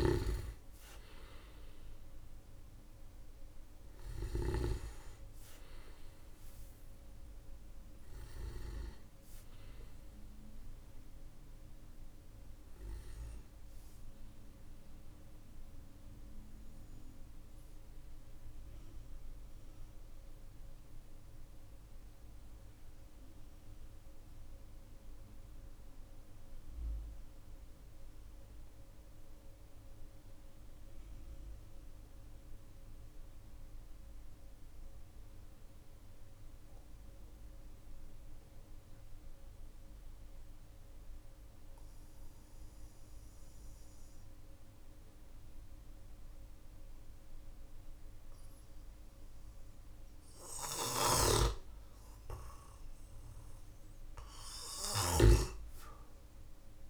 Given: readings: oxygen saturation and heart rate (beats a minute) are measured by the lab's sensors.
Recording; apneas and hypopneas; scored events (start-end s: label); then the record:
breathing in sleep by a room microphone; 1
0.00-4.00 s: snoring (device-marked)
0.00-33.50 s: oxygen desaturation (device-marked, oxygen 92% lowest, heart rate 46 extreme)
18.00-51.00 s: obstructive apnea (oxygen 97% before, 92% lowest, heart rate 49 before, 43 extreme, up 13 after)
50.00-56.90 s: snoring (device-marked)
53.00-56.90 s: arousal
From the record:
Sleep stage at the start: N2 (light sleep); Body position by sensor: on the back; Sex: male